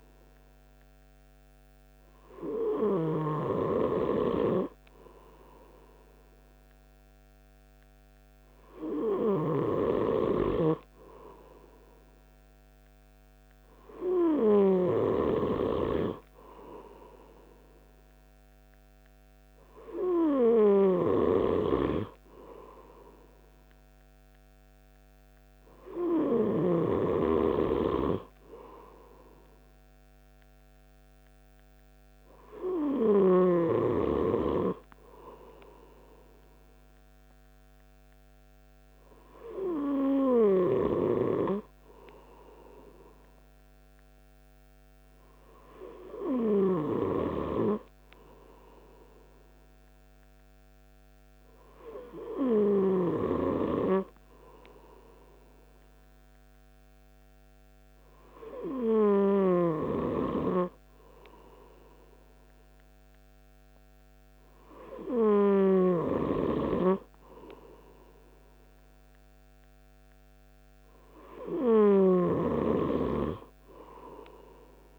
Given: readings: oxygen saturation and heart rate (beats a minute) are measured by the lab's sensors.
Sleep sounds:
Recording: breathing in sleep by a microphone on the trachea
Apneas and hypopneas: none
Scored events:
46.50-74.99 s: new sleep stage, N3 (deep sleep)
From the record:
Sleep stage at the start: N2 (light sleep)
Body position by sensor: on the right side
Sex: male

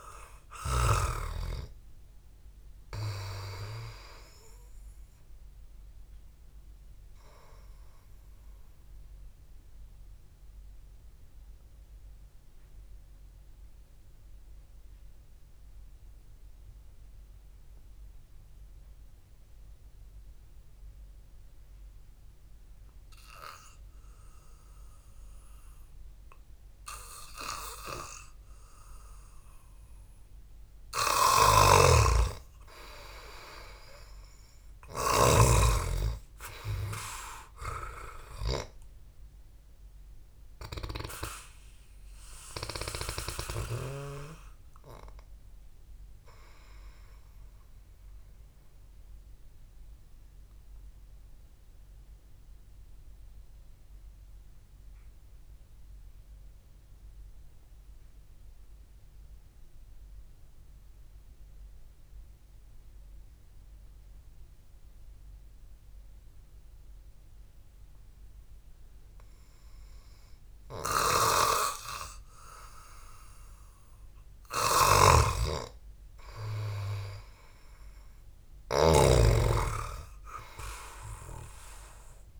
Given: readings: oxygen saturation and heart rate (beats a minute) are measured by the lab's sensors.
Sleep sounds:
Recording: breathing in sleep by a room microphone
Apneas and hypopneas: 2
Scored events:
6.50-8.50 s: long interval between heartbeats (device-marked, heart rate 55 before, 63 extreme)
7.50-24.50 s: obstructive apnea (oxygen 98% before, 92% lowest, heart rate 55 before, 48 extreme, up 3 after)
31.50-35.50 s: snoring (device-marked)
32.00-35.50 s: arousal
48.00-69.50 s: mixed apnea (oxygen 98% before, 92% lowest, heart rate 54 before, 50 extreme)
56.00-66.00 s: oxygen desaturation (device-marked, oxygen 97% before, 94% lowest, heart rate 56 before, 50 extreme)
71.00-82.40 s: snoring (device-marked)
72.50-76.50 s: arousal
From the record:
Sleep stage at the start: N2 (light sleep)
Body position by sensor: on the back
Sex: male

